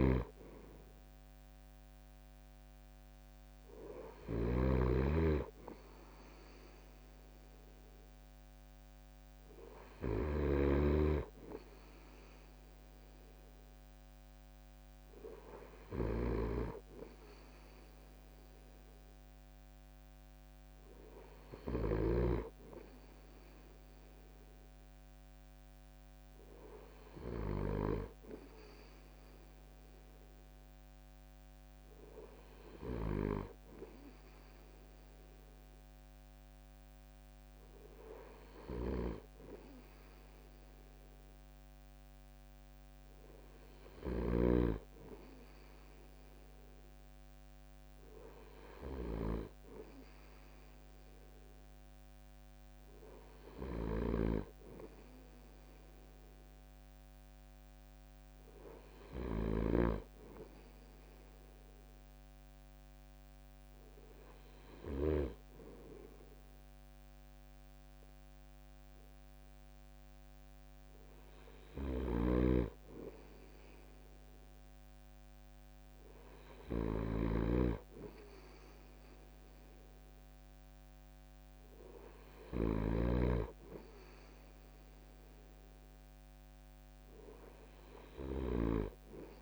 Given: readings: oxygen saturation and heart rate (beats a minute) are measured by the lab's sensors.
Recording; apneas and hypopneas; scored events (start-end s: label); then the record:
breathing in sleep by a microphone on the trachea; none
0.00-21.50 s: snoring (device-marked)
38.00-59.00 s: snoring (device-marked)
71.50-88.00 s: snoring (device-marked)
From the record:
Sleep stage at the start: N2 (light sleep); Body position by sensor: on the right side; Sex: male